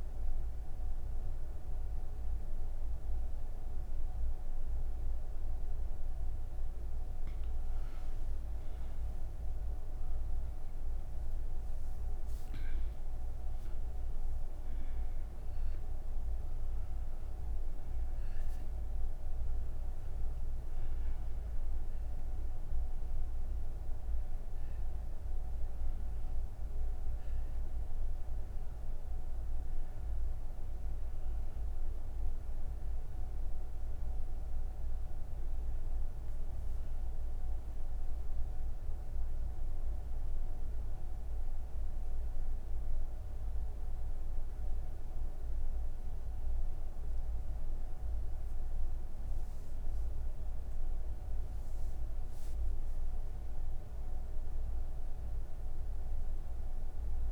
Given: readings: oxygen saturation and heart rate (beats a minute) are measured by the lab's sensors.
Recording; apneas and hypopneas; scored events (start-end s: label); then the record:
breathing in sleep, hard to hear, by a room microphone; none
14.50-30.50 s: oxygen desaturation (device-marked, oxygen 97% before, 93% lowest, heart rate 176 before, 126 extreme)
43.50-57.31 s: oxygen desaturation (device-marked, oxygen 93% before, 88% lowest, heart rate 186 before, 155 extreme)
From the record:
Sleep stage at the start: N1 (lightest sleep); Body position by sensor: on the right side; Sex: female